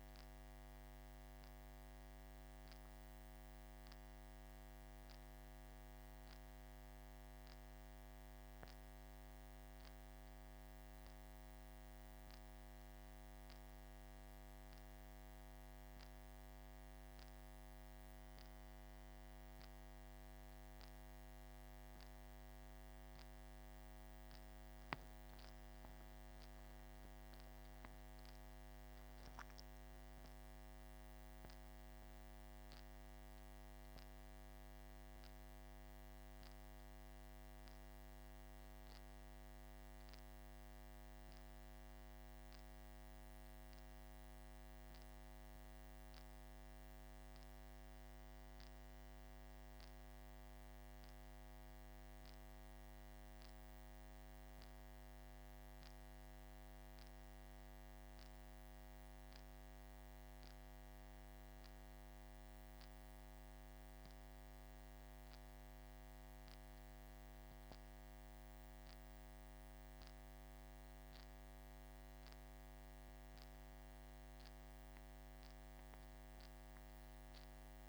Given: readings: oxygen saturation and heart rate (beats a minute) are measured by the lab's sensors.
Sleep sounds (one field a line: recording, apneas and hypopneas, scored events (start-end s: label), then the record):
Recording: breathing in sleep, hard to hear, by a microphone on the trachea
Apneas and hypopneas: none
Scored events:
72.50-77.89 s: new sleep stage, N1 (lightest sleep)
From the record:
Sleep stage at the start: N2 (light sleep)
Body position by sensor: on the back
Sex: male